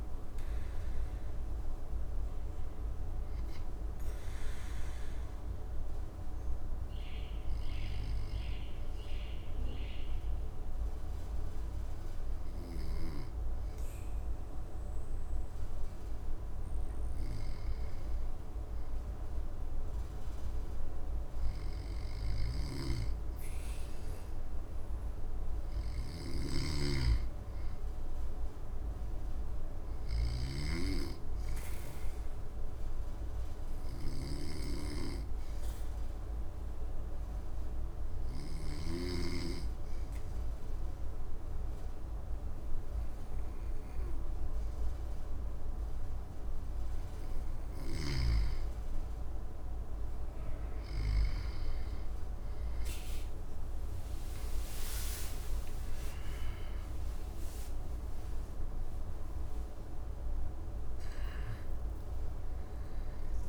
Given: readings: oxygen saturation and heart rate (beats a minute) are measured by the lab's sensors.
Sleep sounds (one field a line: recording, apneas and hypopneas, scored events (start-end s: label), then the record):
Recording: breathing in sleep by a room microphone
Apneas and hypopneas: 2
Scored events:
2.00-15.50 s: obstructive apnea (oxygen 99% before, 95% lowest, heart rate 70 before, 57 extreme, up 4 after)
18.00-21.00 s: arousal
22.00-30.50 s: snoring (device-marked)
31.50-47.50 s: obstructive apnea (oxygen 100% before, 95% lowest, heart rate 60 before, 60 extreme, up 7 after)
50.00-63.49 s: oxygen desaturation (device-marked, oxygen 98% before, 95% lowest, heart rate 61 before, 56 extreme)
52.00-57.00 s: arousal
From the record:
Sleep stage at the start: N2 (light sleep)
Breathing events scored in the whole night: 351 in 5.6 hours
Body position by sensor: on the back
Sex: male